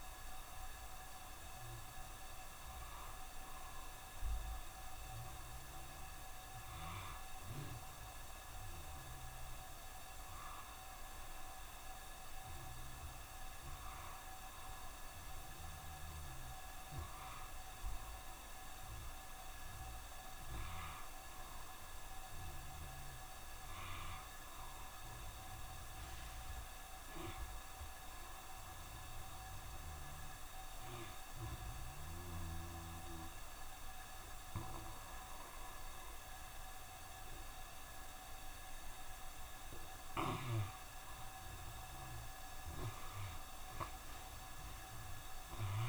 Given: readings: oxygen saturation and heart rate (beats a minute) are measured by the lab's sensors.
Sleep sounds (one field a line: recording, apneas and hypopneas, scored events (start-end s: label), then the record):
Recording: breathing in sleep, hard to hear, by a room microphone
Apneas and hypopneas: 1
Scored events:
0.00-9.50 s: oxygen desaturation (device-marked, oxygen 84% lowest, heart rate 66 extreme)
12.50-17.50 s: arousal
29.50-41.50 s: obstructive apnea (oxygen 95% before, 87% lowest, heart rate 66 before, 67 extreme, up 2 after)
30.50-45.89 s: new sleep stage, N2 (light sleep)
44.00-45.89 s: arousal
From the record:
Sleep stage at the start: N1 (lightest sleep)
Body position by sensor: on the back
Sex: male